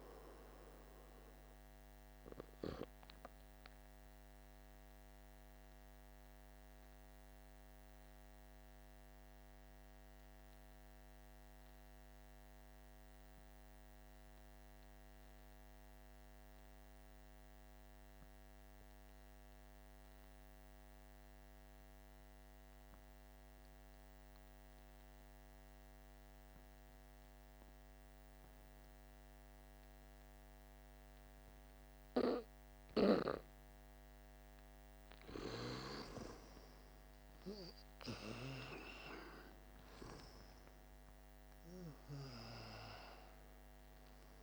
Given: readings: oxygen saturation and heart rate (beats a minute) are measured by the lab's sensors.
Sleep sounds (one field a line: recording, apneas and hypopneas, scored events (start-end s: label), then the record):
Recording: breathing in sleep by a microphone on the trachea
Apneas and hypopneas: 1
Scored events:
0.00-9.50 s: oxygen desaturation (device-marked, oxygen 87% lowest, heart rate 49 extreme)
5.00-32.50 s: mixed apnea (oxygen 97% before, 87% lowest, heart rate 56 before, 48 extreme, up 10 after)
28.50-44.43 s: oxygen desaturation (device-marked, oxygen 98% before, 87% lowest, heart rate 50 before, 47 extreme)
34.00-38.50 s: arousal
From the record:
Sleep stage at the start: N2 (light sleep)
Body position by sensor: on the back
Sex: male